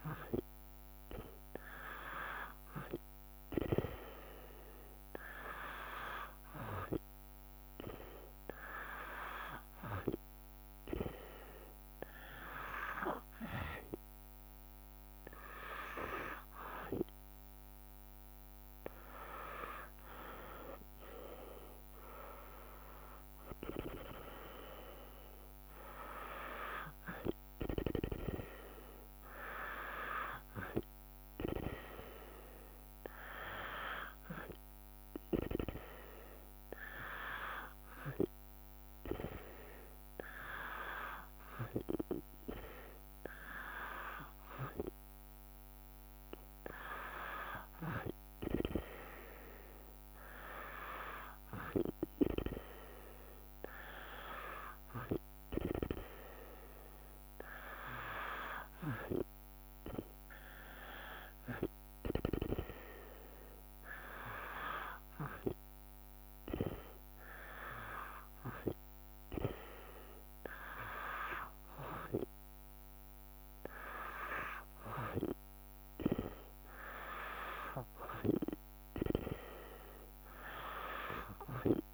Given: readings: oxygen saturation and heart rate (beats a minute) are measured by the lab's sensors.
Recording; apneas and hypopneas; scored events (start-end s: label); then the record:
breathing in sleep by a microphone on the trachea; none
18.50-30.50 s: drop in pulse transit time (device-marked, heart rate 58 before, 55 extreme)
From the record:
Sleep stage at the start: N2 (light sleep); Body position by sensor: on the back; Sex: female